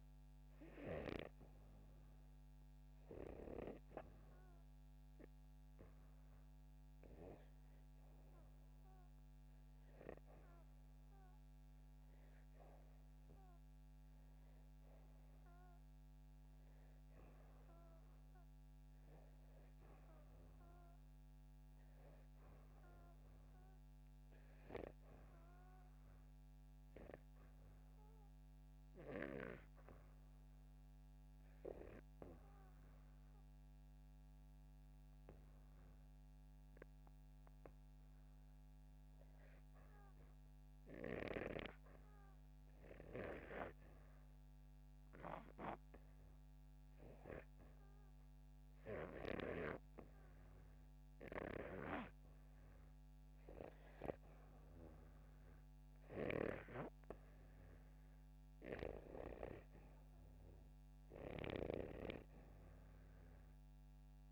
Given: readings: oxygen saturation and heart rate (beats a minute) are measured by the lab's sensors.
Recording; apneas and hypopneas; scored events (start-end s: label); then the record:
breathing in sleep by a microphone on the trachea; 1
5.00-21.00 s: oxygen desaturation (device-marked, oxygen 96% before, 92% lowest, heart rate 78 before, 78 extreme)
27.00-38.50 s: hypopnea (oxygen 96% before, 91% lowest, heart rate 81 before, 81 extreme, up 4 after)
41.00-44.00 s: arousal
56.00-64.32 s: oxygen desaturation (device-marked, oxygen 96% before, 91% lowest, heart rate 82 before, 84 extreme)
From the record:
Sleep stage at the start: REM sleep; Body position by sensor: upright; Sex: male